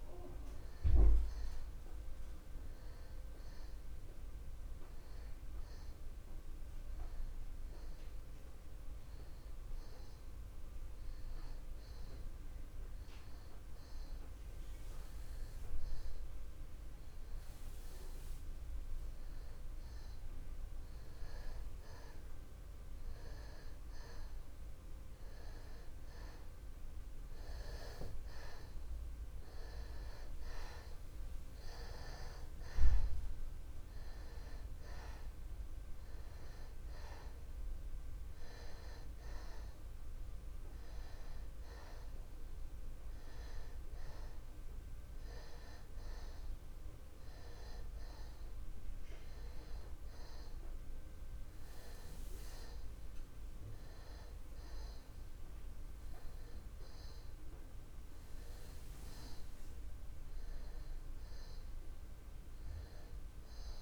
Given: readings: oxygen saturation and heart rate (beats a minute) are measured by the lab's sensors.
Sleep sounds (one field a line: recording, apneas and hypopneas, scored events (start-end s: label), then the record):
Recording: breathing in sleep by a room microphone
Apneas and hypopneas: 1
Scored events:
0.00-4.50 s: oxygen desaturation (device-marked, oxygen 90% lowest)
0.50-19.50 s: hypopnea (oxygen 97% before, 87% lowest, heart rate 37 before, 35 extreme, up 21 after)
21.50-25.00 s: arousal
29.50-63.82 s: oxygen desaturation (device-marked, oxygen 97% before, 87% lowest, heart rate 52 before, 38 extreme)
From the record:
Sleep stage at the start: N2 (light sleep)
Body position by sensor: on the back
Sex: male